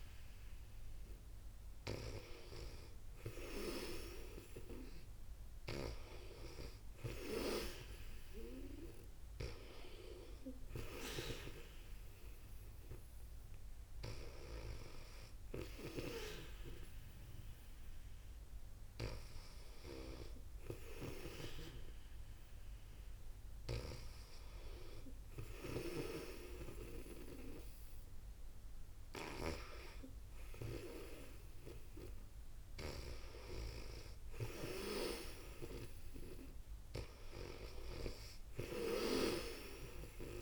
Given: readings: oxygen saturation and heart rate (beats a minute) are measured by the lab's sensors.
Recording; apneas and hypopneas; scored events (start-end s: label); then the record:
breathing in sleep by a room microphone; none
38.50-40.42 s: snoring (device-marked)
From the record:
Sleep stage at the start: N2 (light sleep); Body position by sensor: on the back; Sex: female